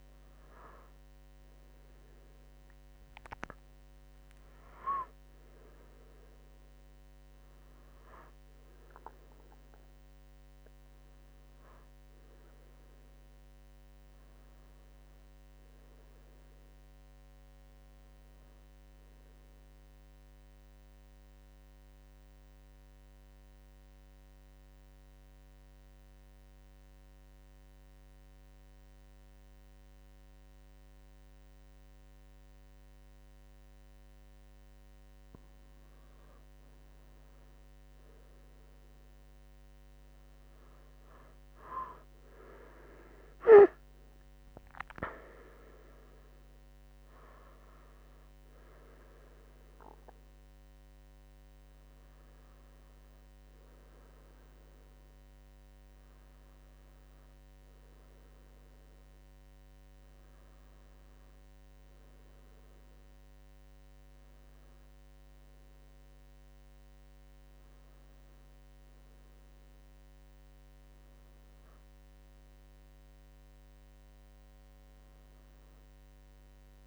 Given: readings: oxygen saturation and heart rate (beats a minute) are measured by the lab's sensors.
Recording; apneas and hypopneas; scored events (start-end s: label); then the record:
breathing in sleep by a microphone on the trachea; 1
0.00-7.50 s: oxygen desaturation (device-marked, oxygen 92% lowest, heart rate 76 extreme)
3.00-8.00 s: arousal
20.50-36.50 s: central apnea (oxygen 95% before, 91% lowest, heart rate 87 before, 77 extreme, up 6 after)
39.00-43.00 s: arousal
44.50-51.50 s: oxygen desaturation (device-marked, oxygen 96% before, 91% lowest, heart rate 81 before, 81 extreme)
From the record:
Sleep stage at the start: N2 (light sleep); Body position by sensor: on the right side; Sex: male